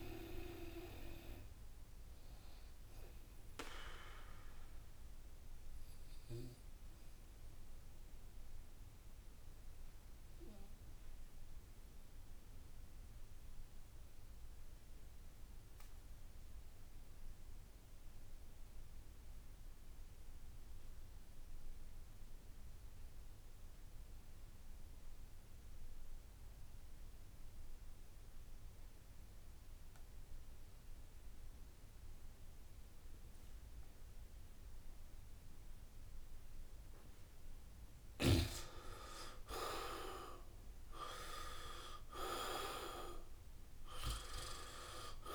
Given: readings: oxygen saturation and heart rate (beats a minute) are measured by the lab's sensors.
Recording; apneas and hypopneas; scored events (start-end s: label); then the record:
breathing in sleep by a room microphone; 1
0.00-12.00 s: oxygen desaturation (device-marked, oxygen 73% lowest, heart rate 67 extreme)
4.50-37.00 s: obstructive apnea (oxygen 87% before, 73% lowest, heart rate 78 before, 66 extreme, up 7 after)
24.00-45.35 s: oxygen desaturation (device-marked, oxygen 97% before, 75% lowest, heart rate 69 before, 64 extreme)
27.50-29.50 s: long interval between heartbeats (device-marked, heart rate 70 before, 73 extreme)
40.00-43.50 s: arousal
From the record:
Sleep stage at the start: N2 (light sleep); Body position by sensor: on the back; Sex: male